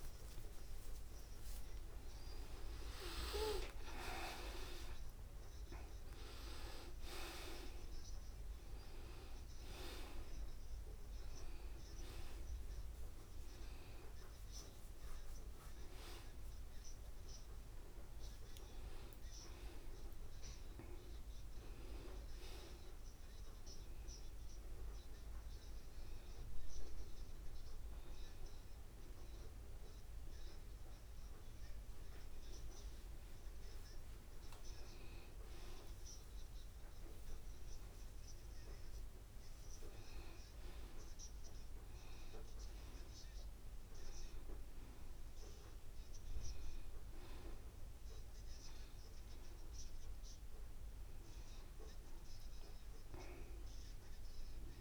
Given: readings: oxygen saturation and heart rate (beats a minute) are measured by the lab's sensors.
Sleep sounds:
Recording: a person partly awake in a sleep study, by a room microphone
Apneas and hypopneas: none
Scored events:
1.00-3.00 s: long interval between heartbeats (device-marked, heart rate 133 before, 152 extreme)
3.50-18.50 s: oxygen desaturation (device-marked, oxygen 96% before, 89% lowest, heart rate 144 before, 75 extreme)
4.00-6.00 s: long interval between heartbeats (device-marked, heart rate 144 before, 140 extreme)
5.50-54.81 s: new sleep stage, N2 (light sleep)
9.00-11.00 s: long interval between heartbeats (device-marked, heart rate 156 before, 104 extreme)
11.50-13.50 s: long interval between heartbeats (device-marked, heart rate 152 before, 96 extreme)
18.50-20.50 s: long interval between heartbeats (device-marked, heart rate 119 before, 98 extreme)
42.00-44.00 s: long interval between heartbeats (device-marked, heart rate 81 before, 87 extreme)
From the record:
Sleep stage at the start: awake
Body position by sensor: on the back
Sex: male

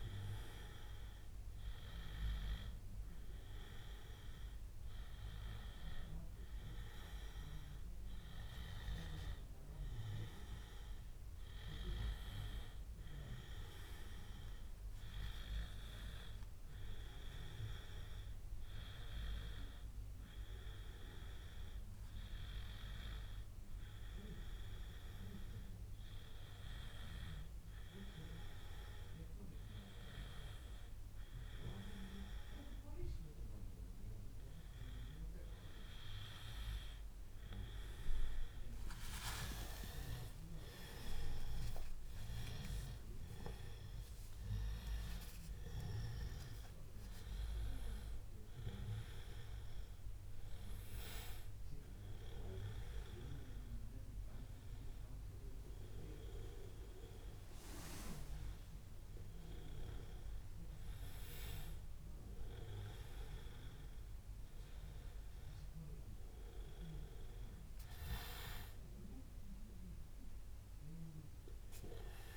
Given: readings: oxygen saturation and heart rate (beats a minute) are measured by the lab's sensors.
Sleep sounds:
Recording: breathing in sleep by a room microphone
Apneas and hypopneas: none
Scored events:
40.50-44.50 s: arousal
From the record:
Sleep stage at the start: N1 (lightest sleep)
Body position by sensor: on the back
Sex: male

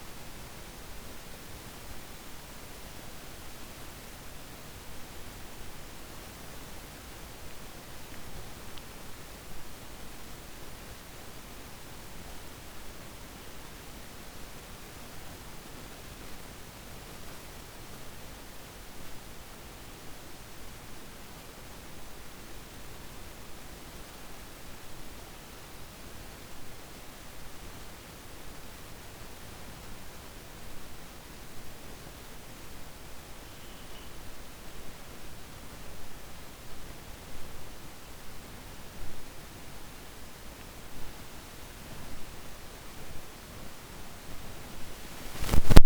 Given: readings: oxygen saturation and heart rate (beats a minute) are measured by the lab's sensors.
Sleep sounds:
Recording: breathing in sleep, hard to hear, by a microphone on the trachea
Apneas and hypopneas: none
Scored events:
none scored
From the record:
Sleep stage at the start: N1 (lightest sleep)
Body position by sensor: on the back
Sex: male

